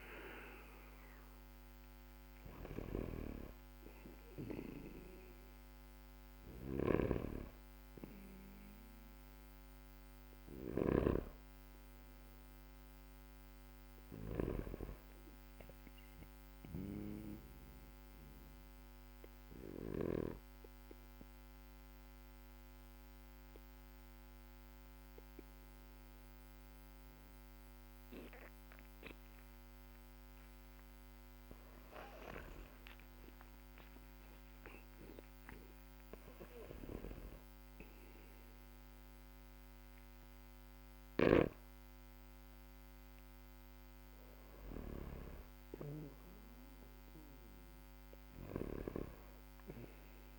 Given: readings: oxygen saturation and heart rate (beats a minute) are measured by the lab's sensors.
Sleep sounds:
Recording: breathing in sleep by a microphone on the trachea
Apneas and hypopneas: 1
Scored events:
0.00-20.00 s: snoring (device-marked)
0.00-24.00 s: oxygen desaturation (device-marked, oxygen 90% lowest, heart rate 45 extreme)
16.50-30.00 s: obstructive apnea (oxygen 97% before, 91% lowest, heart rate 67 before, 47 extreme, up 24 after)
31.50-35.50 s: arousal
From the record:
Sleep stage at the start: N2 (light sleep)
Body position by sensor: on the back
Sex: male

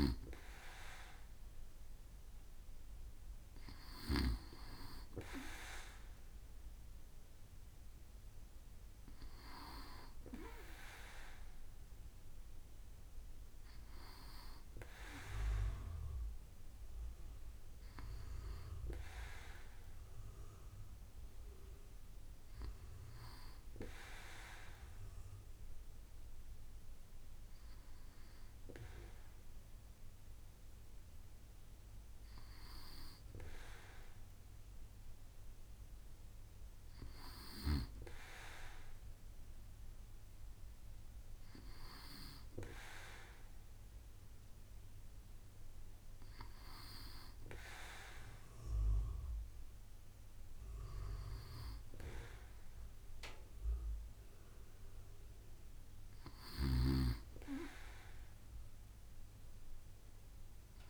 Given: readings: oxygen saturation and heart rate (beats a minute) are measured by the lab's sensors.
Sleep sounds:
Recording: breathing in sleep by a room microphone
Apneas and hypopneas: none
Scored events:
none scored
From the record:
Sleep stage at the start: N2 (light sleep)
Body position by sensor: on the back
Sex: male

